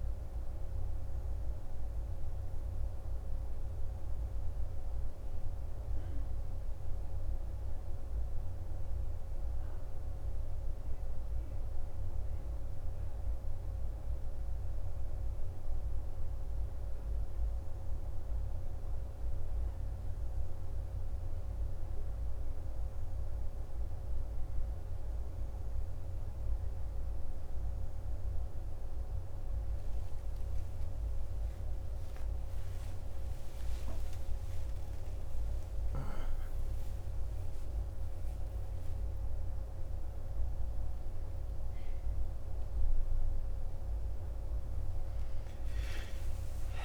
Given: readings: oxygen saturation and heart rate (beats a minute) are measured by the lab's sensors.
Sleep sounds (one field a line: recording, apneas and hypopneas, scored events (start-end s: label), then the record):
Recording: breathing in sleep, hard to hear, by a room microphone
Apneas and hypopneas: 1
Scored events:
2.00-14.50 s: hypopnea (oxygen 93% before, 91% lowest, heart rate 66 before, 42 extreme, up 2 after)
16.50-20.00 s: arousal
33.50-38.50 s: arousal
From the record:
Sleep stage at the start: N2 (light sleep)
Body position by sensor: on the back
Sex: male